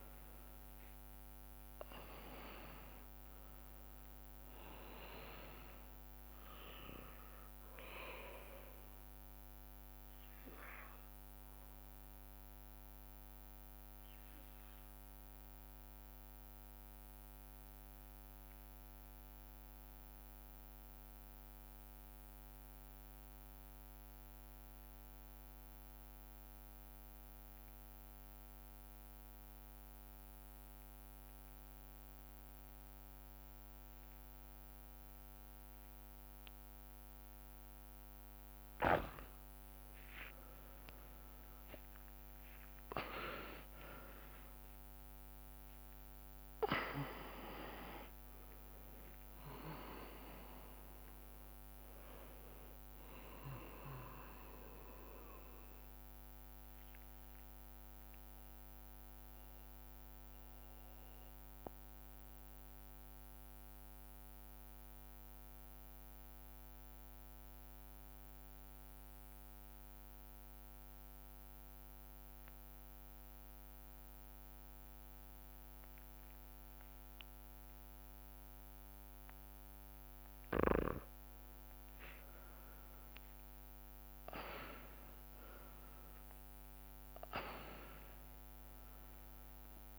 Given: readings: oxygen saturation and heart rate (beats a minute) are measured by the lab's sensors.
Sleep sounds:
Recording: breathing in sleep by a microphone on the trachea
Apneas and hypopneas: 2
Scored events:
0.00-3.50 s: arousal
0.00-24.00 s: oxygen desaturation (device-marked, oxygen 90% lowest)
10.00-39.50 s: mixed apnea (oxygen 99% before, 88% lowest)
38.00-70.00 s: oxygen desaturation (device-marked, oxygen 99% before, 88% lowest)
41.50-46.00 s: arousal
56.00-80.00 s: mixed apnea
81.50-86.00 s: arousal
85.00-89.99 s: oxygen desaturation (device-marked, oxygen 99% before, 89% lowest)
From the record:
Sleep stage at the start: N2 (light sleep)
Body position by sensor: on the back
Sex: male

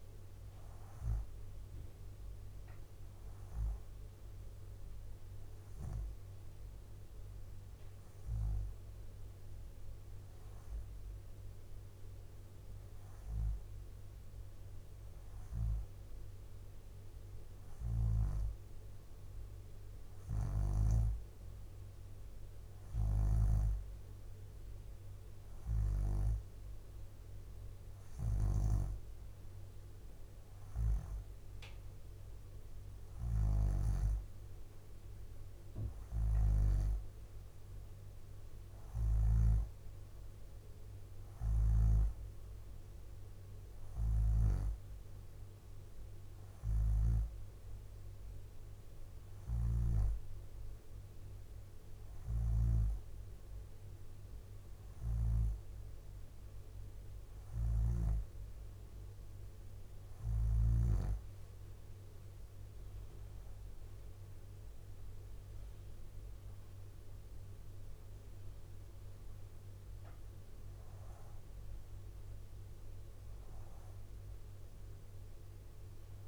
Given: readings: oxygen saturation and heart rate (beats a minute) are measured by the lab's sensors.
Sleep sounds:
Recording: breathing in sleep by a room microphone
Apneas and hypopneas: 1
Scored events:
4.50-15.00 s: hypopnea (oxygen 95% before, 92% lowest, heart rate 62 before, 58 extreme, up 5 after)
12.50-22.50 s: drop in pulse transit time (device-marked, heart rate 63 before, 58 extreme)
13.50-15.50 s: bradycardia (device-marked, heart rate 64 before, 62 extreme)
18.50-20.50 s: bradycardia (device-marked, heart rate 64 before, 61 extreme)
18.50-22.50 s: arousal
20.00-22.00 s: leg movement (device-marked)
20.00-39.50 s: snoring (device-marked)
28.00-32.00 s: leg movement (device-marked)
49.00-52.50 s: snoring (device-marked)
54.50-58.00 s: snoring (device-marked)
From the record:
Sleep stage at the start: N2 (light sleep)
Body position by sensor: upright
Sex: female

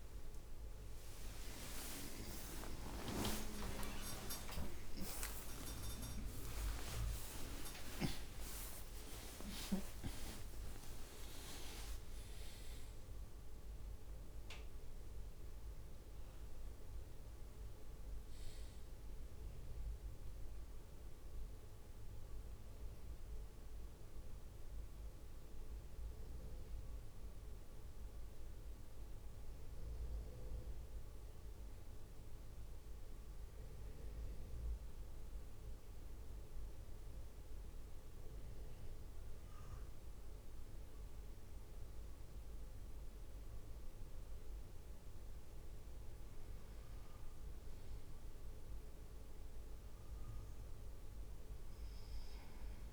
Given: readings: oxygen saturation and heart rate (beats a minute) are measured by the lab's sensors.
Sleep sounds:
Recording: a person partly awake in a sleep study, by a room microphone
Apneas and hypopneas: 1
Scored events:
3.50-5.50 s: long interval between heartbeats (device-marked, heart rate 63 before, 96 extreme)
3.50-5.50 s: tachycardia (device-marked, heart rate 55 before, 99 extreme)
6.50-12.50 s: tachycardia (device-marked, heart rate 56 before, 113 extreme)
7.00-9.00 s: long interval between heartbeats (device-marked, heart rate 68 before, 111 extreme)
7.50-20.50 s: drop in pulse transit time (device-marked, heart rate 70 before, 81 extreme)
9.50-11.50 s: long interval between heartbeats (device-marked, heart rate 74 before, 107 extreme)
18.50-48.50 s: new sleep stage, N1 (lightest sleep)
20.00-33.50 s: hypopnea (oxygen 100% before, 96% lowest, heart rate 94 before, 53 extreme)
35.00-38.50 s: arousal
48.50-52.93 s: new sleep stage, N2 (light sleep)
From the record:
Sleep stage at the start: awake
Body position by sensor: on the right side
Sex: male

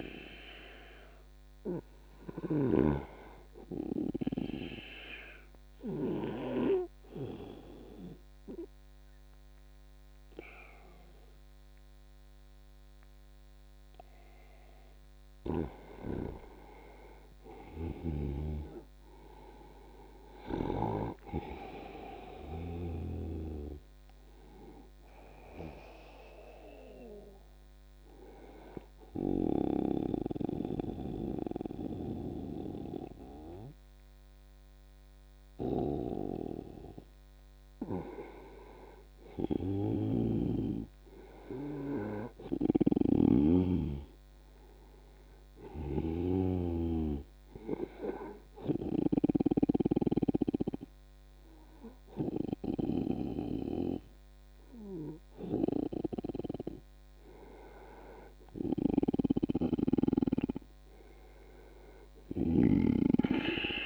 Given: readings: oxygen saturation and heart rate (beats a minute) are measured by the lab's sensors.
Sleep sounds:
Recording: breathing in sleep by a microphone on the trachea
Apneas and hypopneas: 2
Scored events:
0.00-2.50 s: arousal
4.50-16.00 s: obstructive apnea (oxygen 96% before, 86% lowest, heart rate 86 before, 77 extreme, up 12 after)
17.50-22.50 s: arousal
21.50-46.50 s: oxygen desaturation (device-marked, oxygen 95% before, 86% lowest, heart rate 84 before, 73 extreme)
43.00-46.50 s: snoring (device-marked)
48.00-58.00 s: obstructive apnea (oxygen 97% before, 93% lowest, heart rate 85 before, 73 extreme)
60.00-63.50 s: arousal
From the record:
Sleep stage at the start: N2 (light sleep)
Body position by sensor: on the back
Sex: male

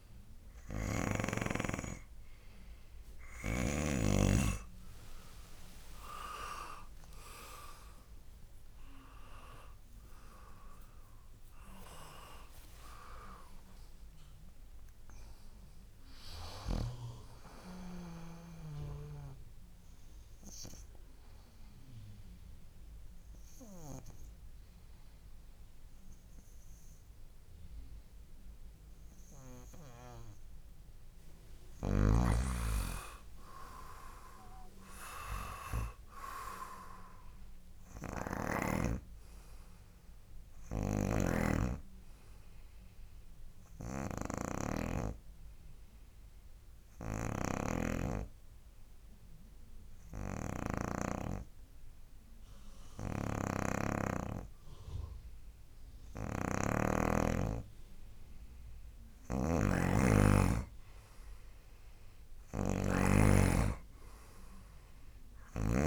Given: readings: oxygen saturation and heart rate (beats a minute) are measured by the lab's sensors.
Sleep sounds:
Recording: breathing in sleep by a room microphone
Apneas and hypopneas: 2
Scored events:
0.00-1.50 s: snoring (device-marked)
4.00-11.00 s: tachycardia (device-marked, heart rate 72 before, 130 extreme)
12.50-17.00 s: arousal
20.00-31.50 s: obstructive apnea (oxygen 96% before, 94% lowest, heart rate 98 before, 58 extreme, up 16 after)
33.00-37.00 s: arousal
41.00-51.50 s: snoring (device-marked)
41.00-58.00 s: oxygen desaturation (device-marked, oxygen 99% before, 94% lowest, heart rate 70 before, 60 extreme)
44.00-58.00 s: hypopnea (oxygen 99% before, 94% lowest, heart rate 68 before, 61 extreme, up 11 after)
53.50-63.50 s: snoring (device-marked)
60.50-64.00 s: arousal
From the record:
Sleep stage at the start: N2 (light sleep)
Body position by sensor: on the right side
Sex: male

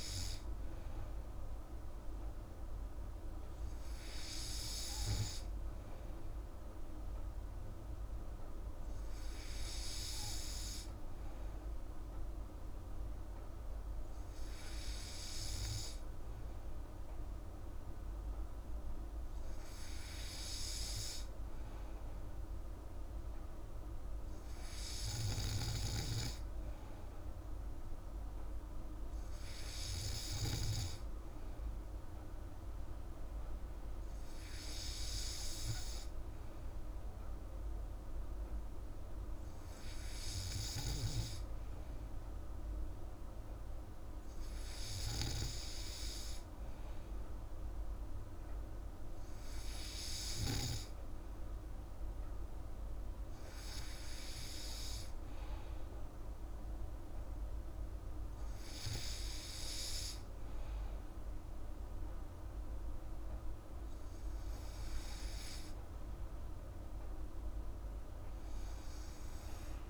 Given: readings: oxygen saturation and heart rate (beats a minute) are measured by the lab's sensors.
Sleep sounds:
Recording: breathing in sleep by a room microphone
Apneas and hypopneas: none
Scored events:
46.50-69.90 s: new sleep stage, N3 (deep sleep)
From the record:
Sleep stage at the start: N2 (light sleep)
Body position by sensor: on the back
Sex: female

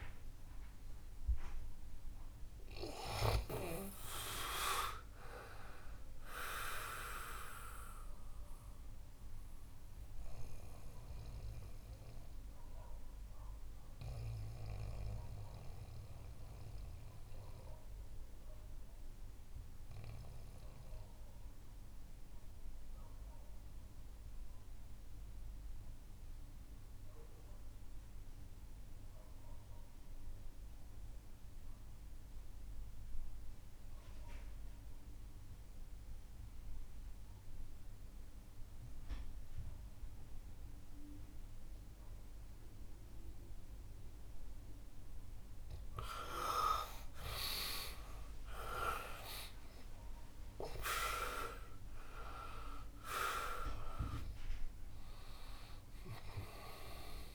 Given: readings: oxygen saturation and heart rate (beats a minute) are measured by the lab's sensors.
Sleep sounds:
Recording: breathing in sleep by a room microphone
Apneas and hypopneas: 1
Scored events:
0.00-29.00 s: oxygen desaturation (device-marked, oxygen 78% lowest, heart rate 58 extreme)
7.50-45.50 s: mixed apnea (oxygen 95% before, 78% lowest, heart rate 70 before, 58 extreme, up 22 after)
47.00-53.50 s: arousal
53.00-57.35 s: oxygen desaturation (device-marked, oxygen 98% before, 83% lowest, heart rate 64 before, 56 extreme)
From the record:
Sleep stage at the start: REM sleep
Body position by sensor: on the back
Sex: male

